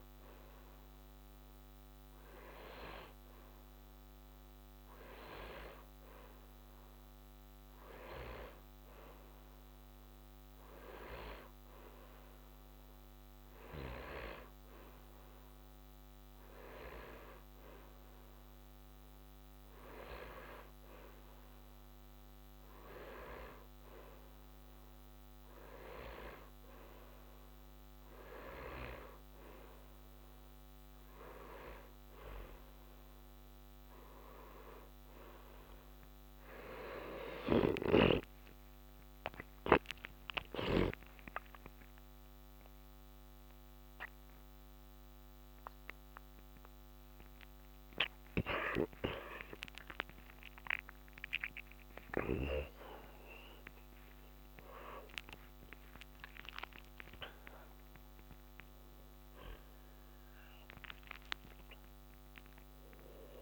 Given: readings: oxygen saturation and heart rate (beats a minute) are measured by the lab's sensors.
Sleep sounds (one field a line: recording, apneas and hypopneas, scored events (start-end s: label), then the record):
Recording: a person partly awake in a sleep study, by a microphone on the trachea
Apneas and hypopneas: none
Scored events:
38.50-63.42 s: new sleep stage, awake
From the record:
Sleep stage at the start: N1 (lightest sleep)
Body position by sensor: on the back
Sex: male